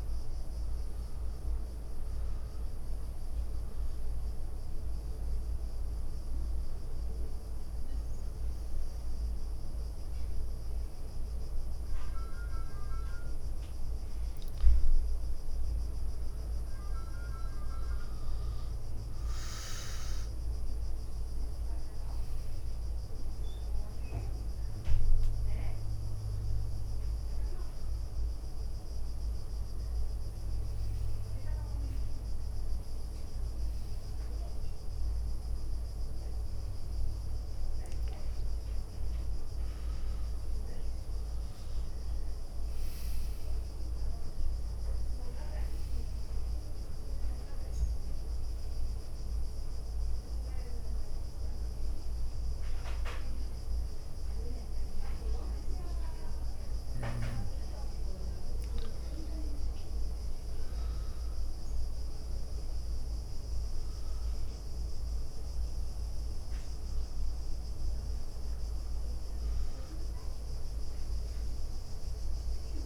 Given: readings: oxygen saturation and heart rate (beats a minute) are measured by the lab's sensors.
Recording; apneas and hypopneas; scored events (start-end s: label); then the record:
breathing in sleep, hard to hear, by a room microphone; none
0.00-1.00 s: arousal
1.50-5.00 s: leg movement (device-marked)
7.50-16.50 s: oxygen desaturation (device-marked, oxygen 99% before, 95% lowest, heart rate 68 before, 67 extreme)
11.00-13.50 s: leg movement (device-marked)
14.50-20.00 s: leg movement (device-marked)
26.00-27.50 s: leg movement (device-marked)
30.00-30.50 s: leg movement (device-marked)
40.50-44.50 s: leg movement (device-marked)
45.50-48.00 s: leg movement (device-marked)
48.00-50.00 s: leg movement (device-marked)
59.50-64.50 s: arousal
61.00-65.50 s: leg movement (device-marked)
67.00-68.50 s: leg movement (device-marked)
69.50-71.50 s: leg movement (device-marked)
From the record:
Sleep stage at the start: N2 (light sleep); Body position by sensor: on the right side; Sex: female